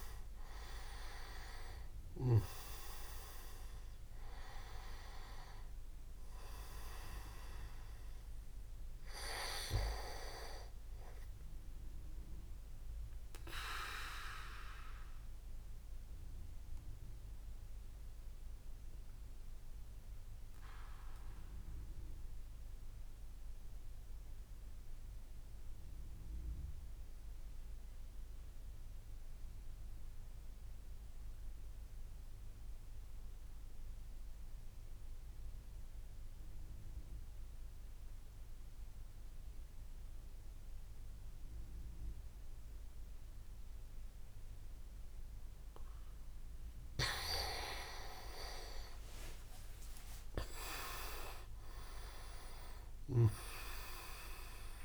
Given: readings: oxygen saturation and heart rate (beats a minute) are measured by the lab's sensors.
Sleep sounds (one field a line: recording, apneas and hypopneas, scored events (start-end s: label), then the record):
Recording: breathing in sleep by a room microphone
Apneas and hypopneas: 1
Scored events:
0.00-2.50 s: snoring (device-marked)
0.00-15.50 s: oxygen desaturation (device-marked, oxygen 94% lowest, heart rate 27 extreme)
14.50-46.00 s: mixed apnea (oxygen 98% before, 94% lowest, heart rate 56 before, 52 extreme, up 8 after)
46.50-54.85 s: oxygen desaturation (device-marked, oxygen 99% before, 94% lowest, heart rate 59 before, 52 extreme)
47.50-51.00 s: arousal
49.00-51.50 s: leg movement (device-marked)
From the record:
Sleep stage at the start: N2 (light sleep)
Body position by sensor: on the back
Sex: male